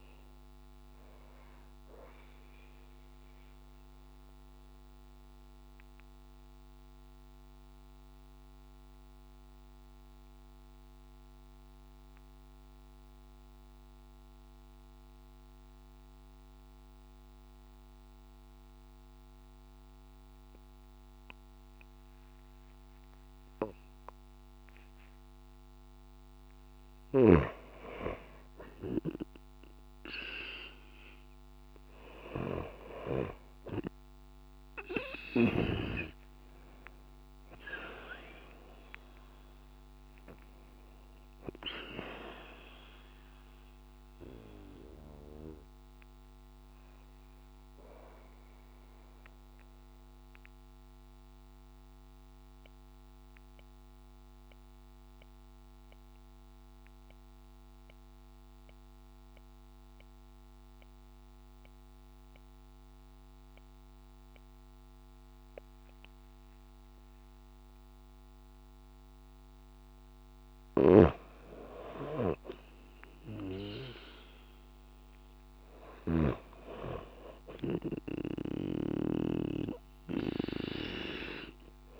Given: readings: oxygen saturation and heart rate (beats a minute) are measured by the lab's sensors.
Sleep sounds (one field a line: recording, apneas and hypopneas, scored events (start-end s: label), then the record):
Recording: breathing in sleep by a microphone on the trachea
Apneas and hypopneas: 2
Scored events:
0.00-12.50 s: oxygen desaturation (device-marked, oxygen 92% lowest)
2.00-24.00 s: mixed apnea (oxygen 97% before, 92% lowest)
26.00-30.00 s: arousal
29.50-62.50 s: oxygen desaturation (device-marked, oxygen 97% before, 92% lowest)
48.50-69.00 s: mixed apnea (oxygen 97% before, 92% lowest)
72.00-76.50 s: arousal
75.50-82.00 s: snoring (device-marked)
76.50-82.00 s: oxygen desaturation (device-marked, oxygen 97% before, 92% lowest)
From the record:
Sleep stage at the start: N2 (light sleep)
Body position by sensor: on the back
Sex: female